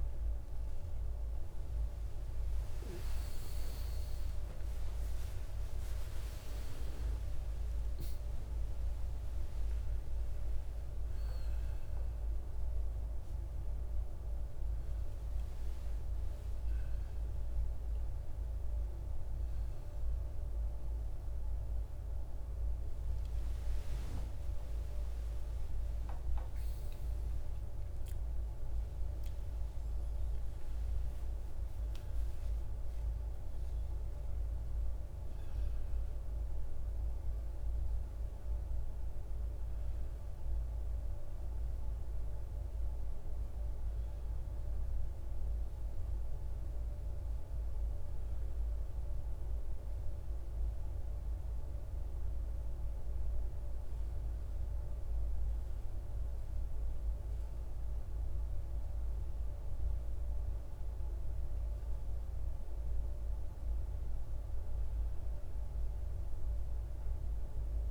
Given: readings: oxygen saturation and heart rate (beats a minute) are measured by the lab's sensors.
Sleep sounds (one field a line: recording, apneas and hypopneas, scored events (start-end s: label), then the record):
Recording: a person partly awake in a sleep study, hard to hear, by a room microphone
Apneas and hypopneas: 1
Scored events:
3.00-33.00 s: new sleep stage, awake
33.00-63.00 s: new sleep stage, N1 (lightest sleep)
47.50-59.50 s: obstructive apnea (oxygen 98% before, 95% lowest, heart rate 68 before, 54 extreme, up 3 after)
61.00-64.50 s: arousal
63.00-67.91 s: new sleep stage, N2 (light sleep)
From the record:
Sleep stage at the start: N2 (light sleep)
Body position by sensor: on the right side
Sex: male